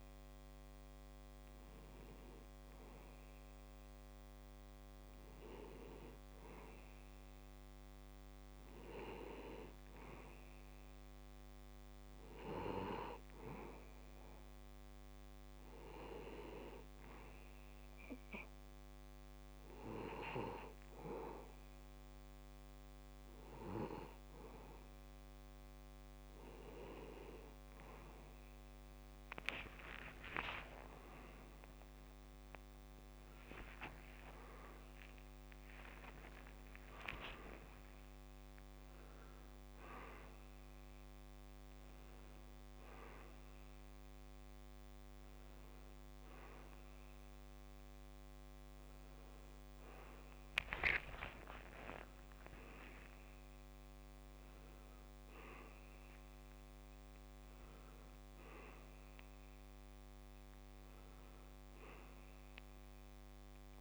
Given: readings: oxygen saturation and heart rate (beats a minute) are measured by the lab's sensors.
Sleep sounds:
breathing in sleep by a microphone on the trachea; 1
11.00-23.00 s: oxygen desaturation (device-marked, oxygen 91% before, 88% lowest, heart rate 68 before, 69 extreme)
16.50-27.50 s: hypopnea (oxygen 91% before, 87% lowest)
29.50-35.50 s: arousal
38.00-55.00 s: oxygen desaturation (device-marked, oxygen 90% before, 87% lowest)
54.50-59.50 s: arousal
From the record:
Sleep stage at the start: N2 (light sleep); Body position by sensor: on the back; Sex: male

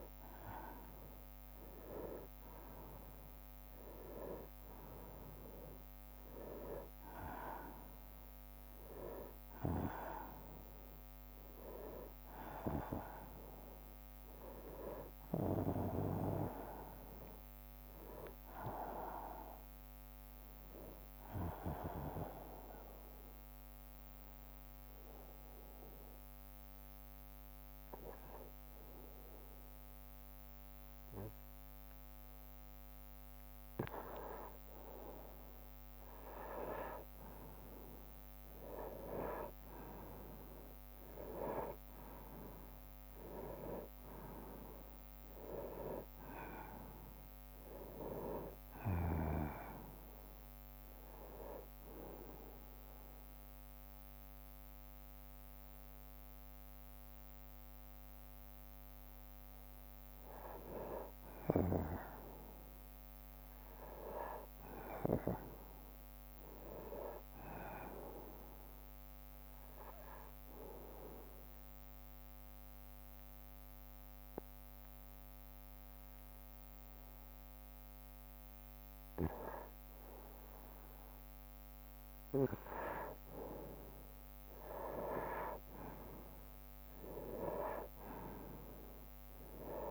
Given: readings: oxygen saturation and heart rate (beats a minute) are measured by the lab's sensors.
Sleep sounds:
breathing in sleep by a microphone on the trachea; 3
0.00-1.00 s: arousal
3.50-5.50 s: long interval between heartbeats (device-marked, heart rate 66 before, 80 extreme)
6.00-8.00 s: long interval between heartbeats (device-marked, heart rate 69 before, 86 extreme)
9.50-11.50 s: long interval between heartbeats (device-marked, heart rate 71 before, 89 extreme)
16.00-18.50 s: arousal
21.50-33.00 s: obstructive apnea (oxygen 97% before, 91% lowest, heart rate 78 before, 63 extreme, up 41 after)
24.00-34.00 s: drop in pulse transit time (device-marked, heart rate 77 before, 63 extreme)
34.00-89.91 s: new sleep stage, N2 (light sleep)
34.50-39.50 s: arousal
35.50-37.50 s: long interval between heartbeats (device-marked, heart rate 65 before, 69 extreme)
37.00-40.00 s: tachycardia (device-marked, heart rate 70 before, 99 extreme)
38.00-40.00 s: long interval between heartbeats (device-marked, heart rate 66 before, 95 extreme)
40.00-42.00 s: long interval between heartbeats (device-marked, heart rate 69 before, 104 extreme)
43.00-66.00 s: oxygen desaturation (device-marked, oxygen 96% before, 91% lowest, heart rate 75 before, 62 extreme)
44.50-46.50 s: long interval between heartbeats (device-marked, heart rate 76 before, 86 extreme)
50.50-52.50 s: long interval between heartbeats (device-marked, heart rate 81 before, 74 extreme)
51.00-61.00 s: obstructive apnea (oxygen 96% before, 90% lowest, heart rate 82 before, 62 extreme, up 0 after)
63.50-67.00 s: arousal
66.00-82.00 s: drop in pulse transit time (device-marked, heart rate 72 before, 62 extreme)
70.00-80.50 s: obstructive apnea (oxygen 97% before, 90% lowest, heart rate 69 before, 61 extreme, up 2 after)
85.50-89.00 s: arousal
From the record:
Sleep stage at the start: N1 (lightest sleep); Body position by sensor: on the right side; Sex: male

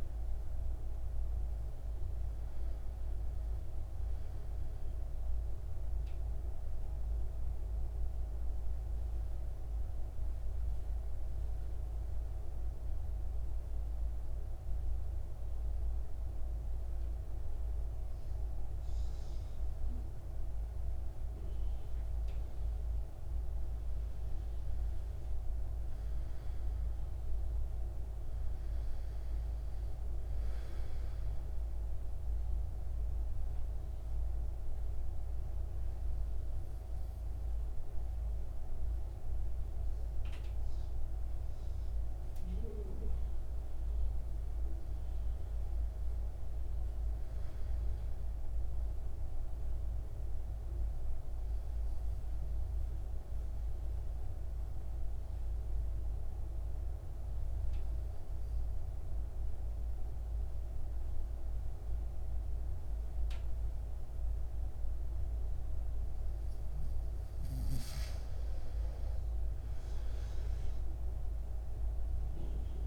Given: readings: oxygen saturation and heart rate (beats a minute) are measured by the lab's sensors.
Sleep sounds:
breathing in sleep, hard to hear, by a room microphone; 3
3.50-20.50 s: oxygen desaturation (device-marked, oxygen 97% before, 92% lowest, heart rate 59 before, 52 extreme)
5.50-23.00 s: central apnea (oxygen 97% before, 92% lowest, heart rate 60 before, 52 extreme, up 7 after)
24.50-27.50 s: arousal
27.50-49.50 s: oxygen desaturation (device-marked, oxygen 99% before, 92% lowest, heart rate 55 before, 52 extreme)
32.00-44.50 s: obstructive apnea (oxygen 99% before, 91% lowest, heart rate 56 before, 52 extreme, up 7 after)
47.00-50.00 s: arousal
52.50-67.50 s: obstructive apnea (oxygen 98% before, 91% lowest, heart rate 55 before, 53 extreme, up 3 after)
69.00-72.50 s: arousal
From the record:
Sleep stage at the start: N2 (light sleep); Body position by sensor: on the back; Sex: male

